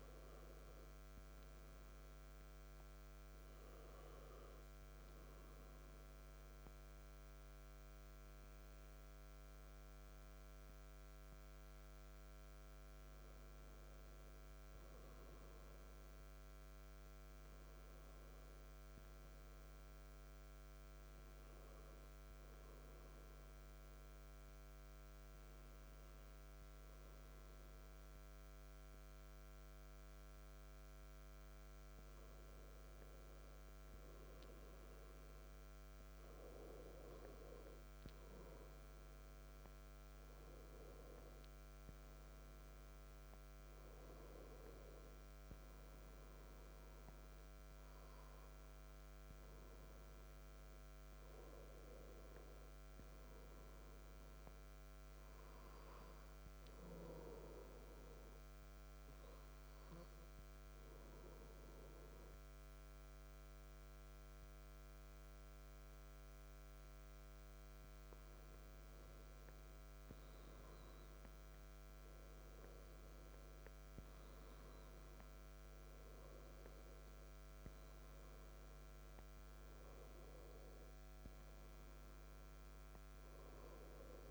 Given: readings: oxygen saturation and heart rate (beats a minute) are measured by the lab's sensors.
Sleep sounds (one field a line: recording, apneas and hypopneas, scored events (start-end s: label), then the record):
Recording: breathing in sleep, hard to hear, by a microphone on the trachea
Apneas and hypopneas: 3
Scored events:
0.50-11.50 s: hypopnea (oxygen 96% before, 93% lowest, heart rate 67 before, 64 extreme, up 2 after)
14.50-18.50 s: arousal
21.00-32.00 s: obstructive apnea (oxygen 96% before, 93% lowest, heart rate 65 before, 65 extreme, up 1 after)
21.00-84.31 s: new sleep stage, N2 (light sleep)
36.00-41.00 s: arousal
55.50-67.00 s: obstructive apnea (oxygen 96% before, 93% lowest, heart rate 65 before, 63 extreme, up 1 after)
69.50-73.00 s: arousal
From the record:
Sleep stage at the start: N1 (lightest sleep)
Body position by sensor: on the back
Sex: male